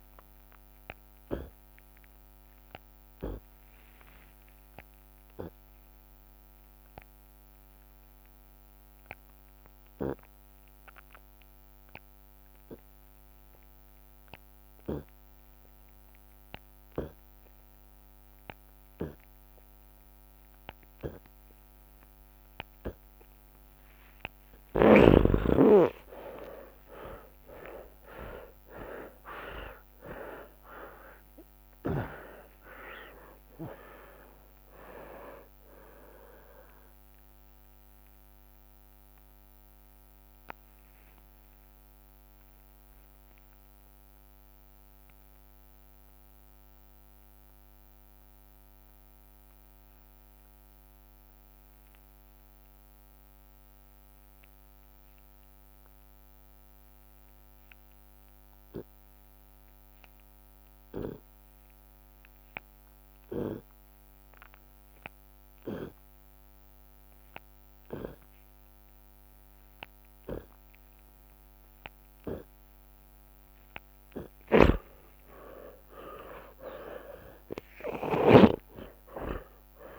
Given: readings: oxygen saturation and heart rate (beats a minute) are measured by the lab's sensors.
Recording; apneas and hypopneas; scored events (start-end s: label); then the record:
breathing in sleep by a microphone on the trachea; 2
0.00-3.50 s: drop in pulse transit time (device-marked, heart rate 83 extreme)
1.00-3.00 s: long interval between heartbeats (device-marked, heart rate 111 before, 83 extreme)
1.50-5.50 s: tachycardia (device-marked, heart rate 76 before, 106 extreme)
1.50-23.50 s: obstructive apnea (oxygen 99% before, 82% lowest, heart rate 109 before, 33 extreme, up 37 after)
5.00-7.00 s: long interval between heartbeats (device-marked, heart rate 108 before, 106 extreme)
11.50-25.50 s: oxygen desaturation (device-marked, oxygen 98% before, 93% lowest, heart rate 96 before, 34 extreme)
12.00-14.00 s: long interval between heartbeats (device-marked, heart rate 96 before, 33 extreme)
14.50-16.50 s: long interval between heartbeats (device-marked, heart rate 84 before, 63 extreme)
15.50-20.50 s: tachycardia (device-marked, heart rate 75 before, 112 extreme)
17.00-19.00 s: long interval between heartbeats (device-marked, heart rate 80 before, 95 extreme)
19.50-21.50 s: long interval between heartbeats (device-marked, heart rate 79 before, 110 extreme)
21.50-23.50 s: long interval between heartbeats (device-marked, heart rate 82 before, 109 extreme)
24.00-26.00 s: long interval between heartbeats (device-marked, heart rate 84 before, 95 extreme)
25.00-31.00 s: arousal
27.00-29.00 s: long interval between heartbeats (device-marked, heart rate 82 before, 88 extreme)
27.50-53.50 s: oxygen desaturation (device-marked, oxygen 95% before, 82% lowest, heart rate 81 before, 34 extreme)
29.00-31.00 s: long interval between heartbeats (device-marked, heart rate 80 before, 98 extreme)
30.50-45.50 s: drop in pulse transit time (device-marked, heart rate 83 before, 34 extreme)
33.00-35.00 s: long interval between heartbeats (device-marked, heart rate 90 before, 78 extreme)
37.00-72.50 s: obstructive apnea (oxygen 98% before, 82% lowest, heart rate 95 before, 45 extreme, up 41 after)
50.50-52.50 s: long interval between heartbeats (device-marked, heart rate 59 before, 67 extreme)
58.50-69.50 s: oxygen desaturation (device-marked, oxygen 94% before, 85% lowest, heart rate 55 before, 56 extreme)
66.00-68.00 s: long interval between heartbeats (device-marked, heart rate 59 before, 63 extreme)
70.50-72.50 s: long interval between heartbeats (device-marked, heart rate 62 before, 77 extreme)
73.00-75.00 s: long interval between heartbeats (device-marked, heart rate 62 before, 76 extreme)
74.50-78.50 s: snoring (device-marked)
74.50-79.00 s: arousal
75.00-77.00 s: long interval between heartbeats (device-marked, heart rate 63 before, 94 extreme)
76.50-79.99 s: drop in pulse transit time (device-marked, heart rate 66 before, 65 extreme)
From the record:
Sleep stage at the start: N2 (light sleep); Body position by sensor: on the left side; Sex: male